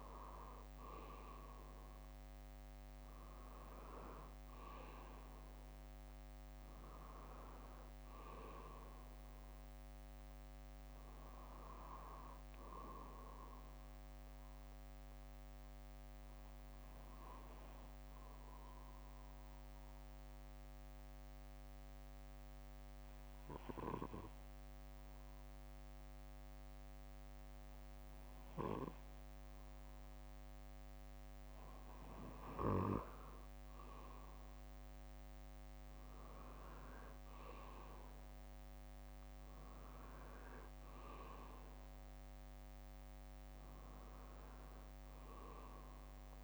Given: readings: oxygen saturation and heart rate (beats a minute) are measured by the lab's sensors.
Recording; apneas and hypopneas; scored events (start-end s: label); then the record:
breathing in sleep by a microphone on the trachea; 1
0.00-1.50 s: arousal
4.50-6.50 s: bradycardia (device-marked, heart rate 60 before, 62 extreme)
11.50-25.50 s: bradycardia (device-marked, heart rate 60 before, 57 extreme)
15.00-30.50 s: obstructive apnea (oxygen 95% before, 93% lowest, heart rate 61 before, 57 extreme, up 4 after)
32.50-36.50 s: arousal
From the record:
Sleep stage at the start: N2 (light sleep); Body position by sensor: on the back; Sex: male